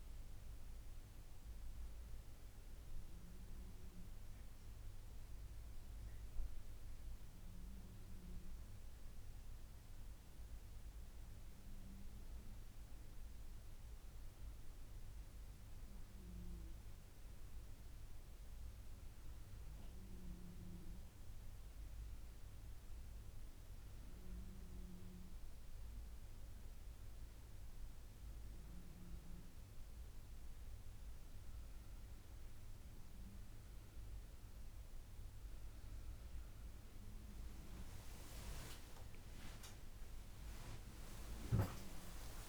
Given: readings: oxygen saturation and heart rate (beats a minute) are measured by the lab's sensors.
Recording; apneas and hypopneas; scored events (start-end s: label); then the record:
breathing in sleep by a room microphone; none
33.50-42.49 s: new sleep stage, awake
39.50-42.49 s: tachycardia (device-marked, heart rate 82 before, 119 extreme)
From the record:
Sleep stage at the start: N1 (lightest sleep); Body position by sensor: on the back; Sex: female